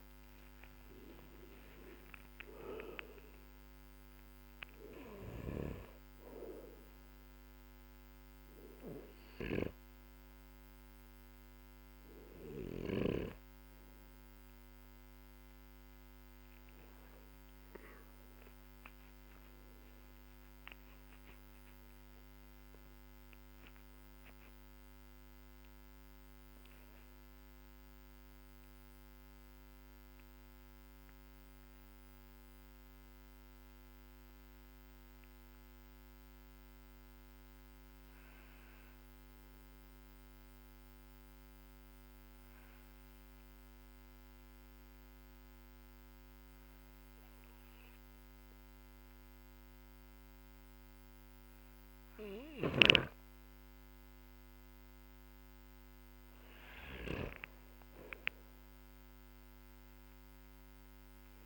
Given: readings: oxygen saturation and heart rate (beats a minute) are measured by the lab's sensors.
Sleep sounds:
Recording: breathing in sleep by a microphone on the trachea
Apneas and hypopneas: 1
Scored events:
0.00-35.00 s: oxygen desaturation (device-marked, oxygen 92% lowest, heart rate 46 extreme)
23.50-27.00 s: arousal
28.50-55.00 s: mixed apnea (oxygen 96% before, 93% lowest, heart rate 55 before, 46 extreme, up 12 after)
54.00-61.46 s: oxygen desaturation (device-marked, oxygen 99% before, 95% lowest, heart rate 54 before, 49 extreme)
57.00-61.00 s: arousal
From the record:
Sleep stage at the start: N2 (light sleep)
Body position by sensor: on the back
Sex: male

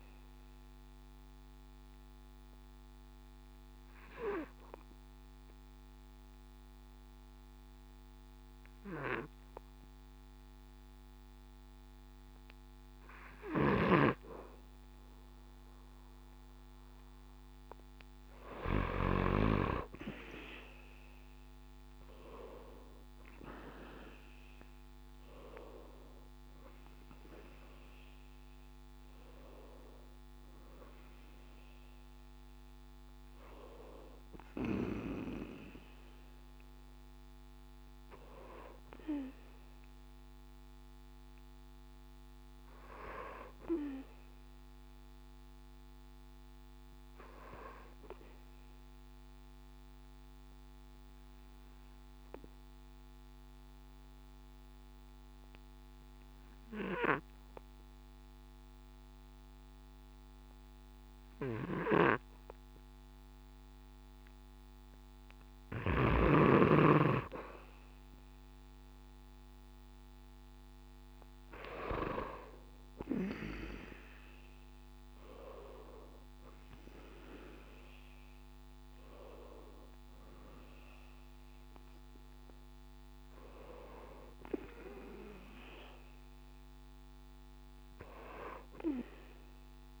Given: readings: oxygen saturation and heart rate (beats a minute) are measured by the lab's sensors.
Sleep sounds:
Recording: breathing in sleep by a microphone on the trachea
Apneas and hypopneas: 2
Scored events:
1.00-16.50 s: obstructive apnea (oxygen 95% before, 94% lowest, heart rate 69 before, 64 extreme, up 6 after)
24.00-27.00 s: arousal
48.00-64.50 s: obstructive apnea (oxygen 97% before, 94% lowest, heart rate 71 before, 65 extreme, up 5 after)
74.00-77.50 s: arousal
76.00-90.00 s: oxygen desaturation (device-marked, oxygen 97% before, 94% lowest, heart rate 68 before, 63 extreme)
From the record:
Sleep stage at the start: N2 (light sleep)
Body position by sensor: on the back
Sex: male

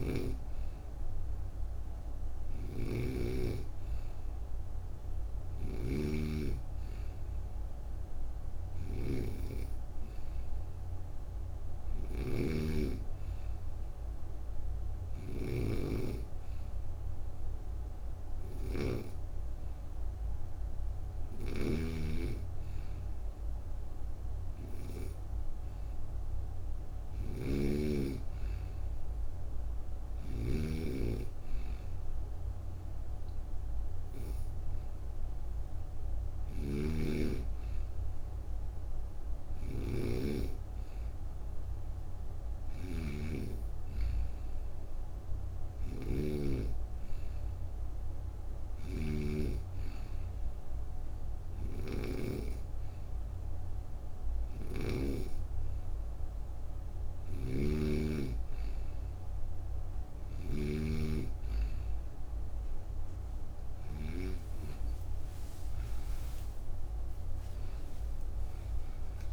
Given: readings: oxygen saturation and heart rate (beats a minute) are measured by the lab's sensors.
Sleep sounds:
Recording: breathing in sleep by a room microphone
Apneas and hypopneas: none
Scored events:
0.00-52.00 s: snoring (device-marked)
54.00-64.00 s: snoring (device-marked)
From the record:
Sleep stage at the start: N2 (light sleep)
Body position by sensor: on the right side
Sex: female

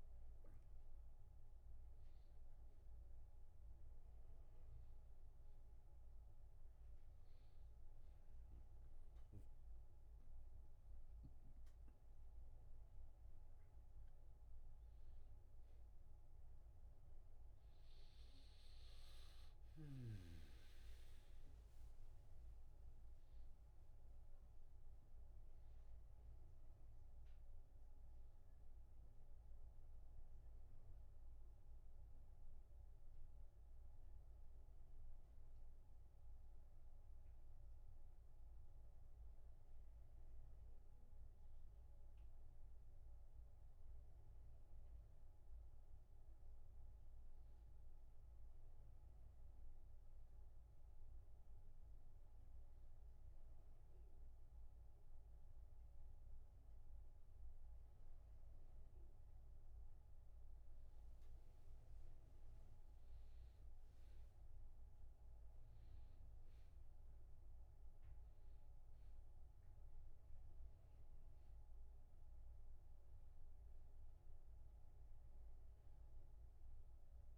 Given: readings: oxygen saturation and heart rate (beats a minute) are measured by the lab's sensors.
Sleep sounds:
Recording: a person awake in a sleep study, hard to hear, by a room microphone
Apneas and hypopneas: none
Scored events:
none scored
From the record:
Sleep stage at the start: awake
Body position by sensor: on the back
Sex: male

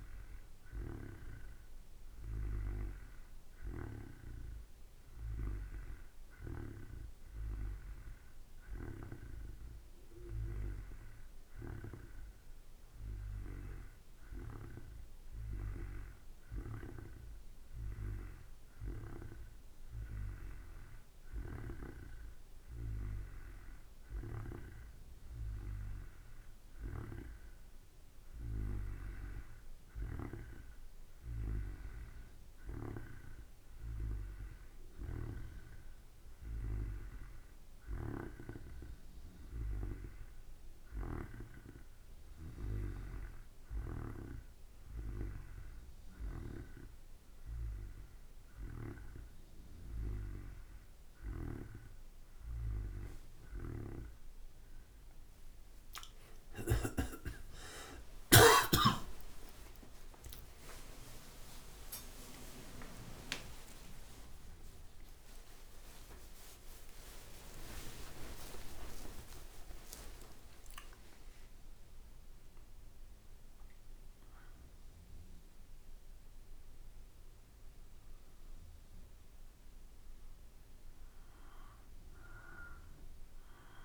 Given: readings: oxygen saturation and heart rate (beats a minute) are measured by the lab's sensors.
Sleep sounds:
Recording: breathing in sleep by a room microphone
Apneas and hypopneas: none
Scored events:
58.50-66.50 s: tachycardia (device-marked, heart rate 54 before, 152 extreme)
59.00-61.00 s: long interval between heartbeats (device-marked, heart rate 55 before, 77 extreme)
59.50-65.50 s: arousal
63.50-65.50 s: long interval between heartbeats (device-marked, heart rate 66 before, 152 extreme)
64.50-74.50 s: drop in pulse transit time (device-marked, heart rate 71 before, 96 extreme)
67.00-69.00 s: long interval between heartbeats (device-marked, heart rate 79 before, 113 extreme)
69.00-71.00 s: long interval between heartbeats (device-marked, heart rate 85 before, 96 extreme)
From the record:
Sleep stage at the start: N2 (light sleep)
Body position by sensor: on the back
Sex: male

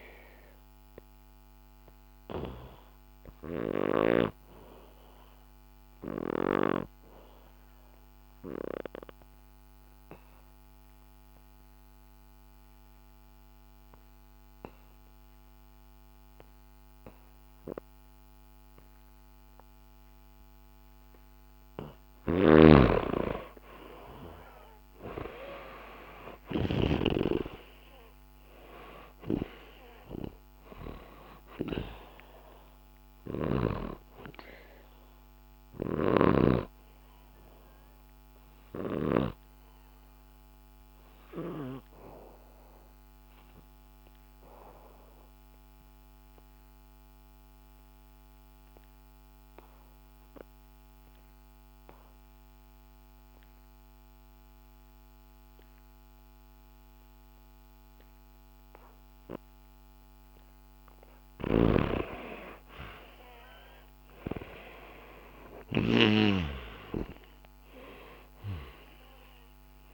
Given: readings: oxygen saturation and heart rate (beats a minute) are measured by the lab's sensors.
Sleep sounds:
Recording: breathing in sleep by a microphone on the trachea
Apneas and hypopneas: 2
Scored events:
0.00-15.50 s: oxygen desaturation (device-marked, oxygen 90% lowest, heart rate 64 extreme)
1.00-21.50 s: obstructive apnea (oxygen 98% before, 89% lowest, heart rate 65 before, 64 extreme, up 0 after)
22.00-26.50 s: snoring (device-marked)
22.50-27.00 s: arousal
29.50-49.50 s: oxygen desaturation (device-marked, oxygen 97% before, 90% lowest, heart rate 66 before, 58 extreme)
34.00-60.50 s: obstructive apnea (oxygen 97% before, 89% lowest, heart rate 66 before, 58 extreme, up 7 after)
60.50-69.94 s: oxygen desaturation (device-marked, oxygen 98% before, 89% lowest, heart rate 67 before, 62 extreme)
61.00-65.50 s: snoring (device-marked)
62.00-67.00 s: arousal
From the record:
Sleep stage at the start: N2 (light sleep)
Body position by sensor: on the back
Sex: male

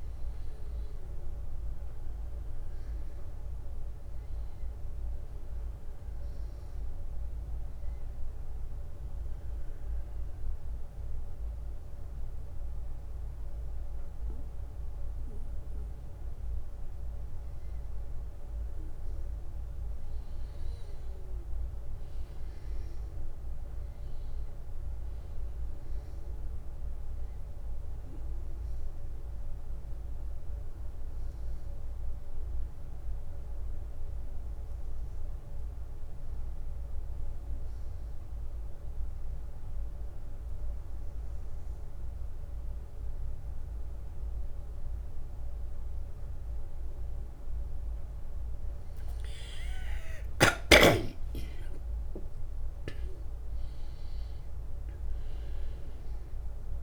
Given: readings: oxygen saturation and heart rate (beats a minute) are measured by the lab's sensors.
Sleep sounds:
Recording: breathing in sleep by a room microphone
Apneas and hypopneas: 2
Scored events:
0.00-3.00 s: arousal
7.00-18.50 s: obstructive apnea (oxygen 96% before, 93% lowest, heart rate 69 before, 67 extreme, up 4 after)
20.50-24.50 s: arousal
38.00-48.00 s: obstructive apnea (oxygen 96% before, 93% lowest, heart rate 70 before, 64 extreme, up 15 after)
50.00-54.00 s: arousal
From the record:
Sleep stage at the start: N1 (lightest sleep)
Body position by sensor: on the back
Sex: male

